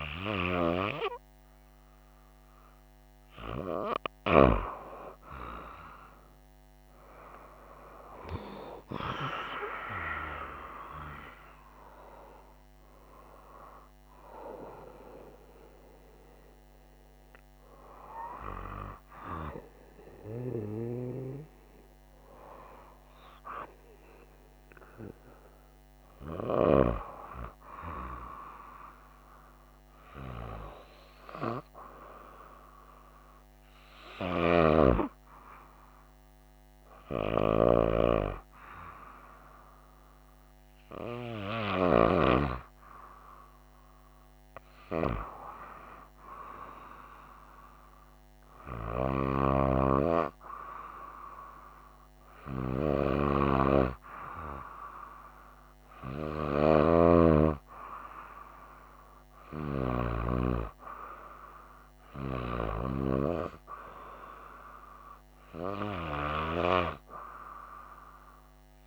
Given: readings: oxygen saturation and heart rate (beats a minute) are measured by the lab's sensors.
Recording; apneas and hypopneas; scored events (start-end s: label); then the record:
breathing in sleep by a microphone on the trachea; none
6.50-11.50 s: arousal
From the record:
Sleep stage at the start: N2 (light sleep); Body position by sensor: on the right side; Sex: female